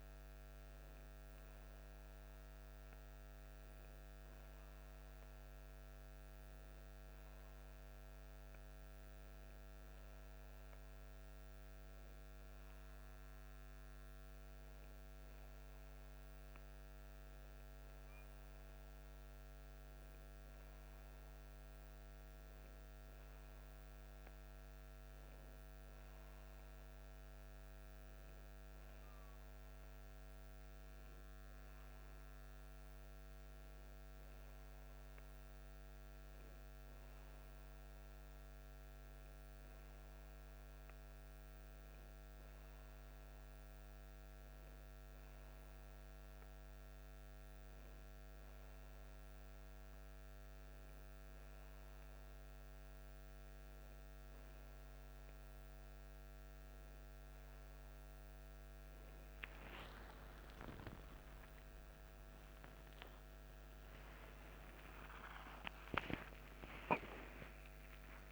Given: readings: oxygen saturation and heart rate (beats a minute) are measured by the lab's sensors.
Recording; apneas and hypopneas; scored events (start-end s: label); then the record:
breathing in sleep, hard to hear, by a microphone on the trachea; none
60.00-64.50 s: arousal
From the record:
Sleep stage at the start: N2 (light sleep); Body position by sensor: on the back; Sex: male